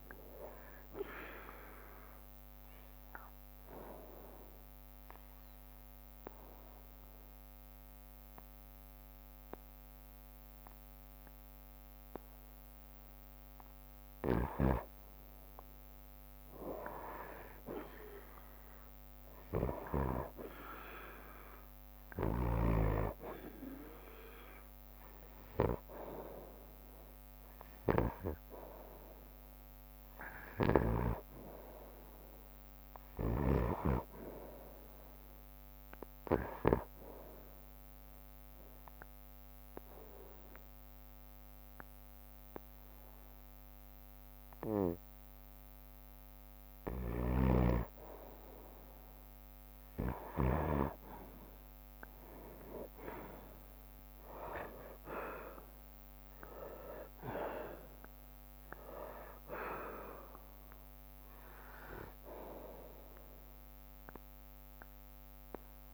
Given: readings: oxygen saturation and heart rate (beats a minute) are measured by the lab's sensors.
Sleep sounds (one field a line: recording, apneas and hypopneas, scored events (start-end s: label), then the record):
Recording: breathing in sleep by a microphone on the trachea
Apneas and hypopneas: 2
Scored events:
0.00-7.50 s: drop in pulse transit time (device-marked, heart rate 62 extreme)
3.50-14.50 s: obstructive apnea (oxygen 97% before, 90% lowest, heart rate 62 before, 61 extreme, up 1 after)
13.50-24.50 s: oxygen desaturation (device-marked, oxygen 97% before, 93% lowest, heart rate 65 before, 62 extreme)
16.50-20.00 s: arousal
32.50-40.50 s: oxygen desaturation (device-marked, oxygen 97% before, 92% lowest, heart rate 63 before, 60 extreme)
37.00-48.00 s: obstructive apnea (oxygen 97% before, 90% lowest, heart rate 64 before, 56 extreme, up 3 after)
47.00-50.50 s: snoring (device-marked)
50.50-54.00 s: arousal
54.50-65.94 s: drop in pulse transit time (device-marked, heart rate 64 before, 59 extreme)
57.50-65.94 s: oxygen desaturation (device-marked, oxygen 94% before, 90% lowest, heart rate 63 before, 56 extreme)
62.50-65.94 s: bradycardia (device-marked, heart rate 63 before, 59 extreme)
From the record:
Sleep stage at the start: N2 (light sleep)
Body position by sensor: on the right side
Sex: male